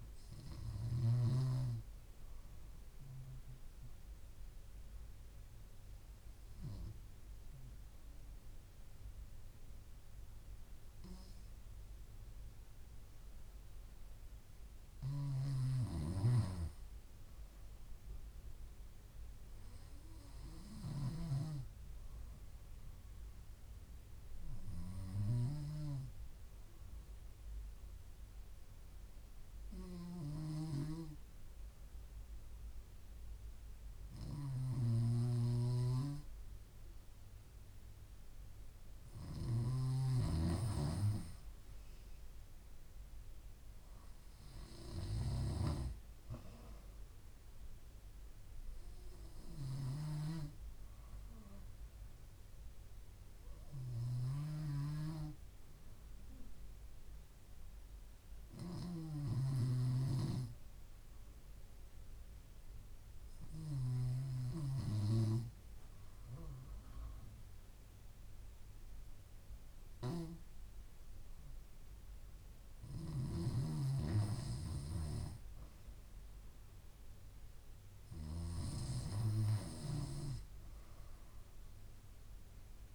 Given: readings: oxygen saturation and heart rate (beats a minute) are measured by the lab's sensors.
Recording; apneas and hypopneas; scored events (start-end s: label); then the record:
breathing in sleep by a room microphone; 3
3.50-15.50 s: obstructive apnea (oxygen 97% before, 94% lowest)
17.50-21.50 s: arousal
22.00-35.00 s: oxygen desaturation (device-marked, oxygen 97% before, 94% lowest)
26.50-39.00 s: hypopnea (oxygen 97% before, 94% lowest)
42.00-46.00 s: arousal
56.00-73.00 s: hypopnea (oxygen 99% before, 95% lowest)
76.00-79.50 s: arousal
From the record:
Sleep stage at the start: N2 (light sleep); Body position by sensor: on the back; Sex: female